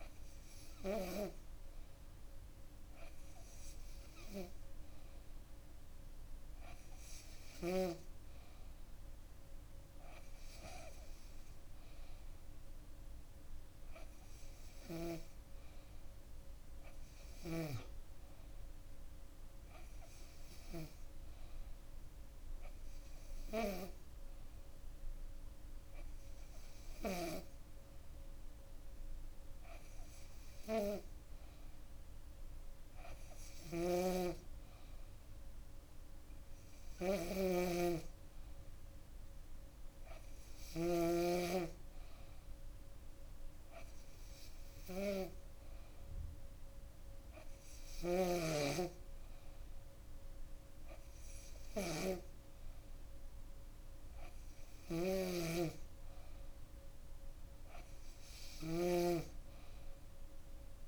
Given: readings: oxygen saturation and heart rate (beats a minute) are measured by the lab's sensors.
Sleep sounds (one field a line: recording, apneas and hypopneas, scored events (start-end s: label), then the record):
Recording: breathing in sleep by a room microphone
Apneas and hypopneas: none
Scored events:
33.00-40.50 s: snoring (device-marked)
47.50-60.88 s: snoring (device-marked)
From the record:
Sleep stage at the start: N2 (light sleep)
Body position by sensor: on the back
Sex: female